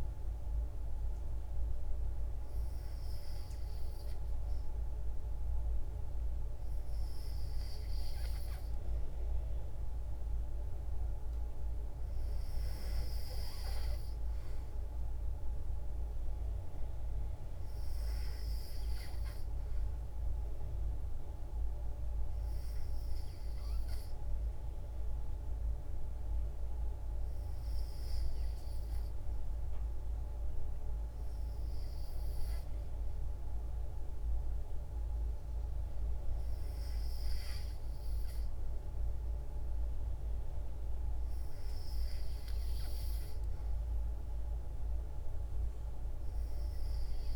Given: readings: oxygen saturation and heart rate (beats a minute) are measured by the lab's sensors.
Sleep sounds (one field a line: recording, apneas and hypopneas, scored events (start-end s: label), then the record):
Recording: breathing in sleep, hard to hear, by a room microphone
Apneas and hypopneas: none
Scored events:
none scored
From the record:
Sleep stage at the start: N3 (deep sleep)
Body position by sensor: on the back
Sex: female